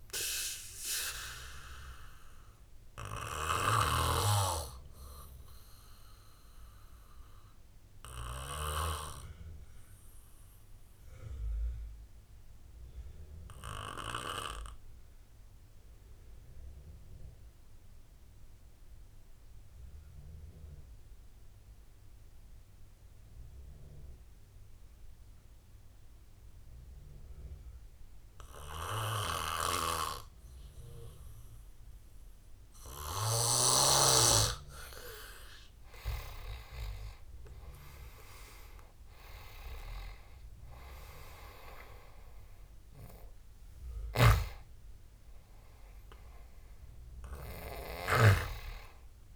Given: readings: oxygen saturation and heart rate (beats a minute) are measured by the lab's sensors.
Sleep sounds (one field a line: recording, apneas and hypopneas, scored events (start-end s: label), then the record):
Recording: breathing in sleep by a room microphone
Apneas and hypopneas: 1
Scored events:
0.00-21.50 s: oxygen desaturation (device-marked, oxygen 86% lowest, heart rate 68 extreme)
4.50-32.00 s: obstructive apnea (oxygen 98% before, 85% lowest, heart rate 78 before, 68 extreme, up 13 after)
33.50-49.36 s: oxygen desaturation (device-marked, oxygen 98% before, 85% lowest, heart rate 71 before, 64 extreme)
35.50-39.50 s: arousal
From the record:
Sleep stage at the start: N2 (light sleep)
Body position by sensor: on the back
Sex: male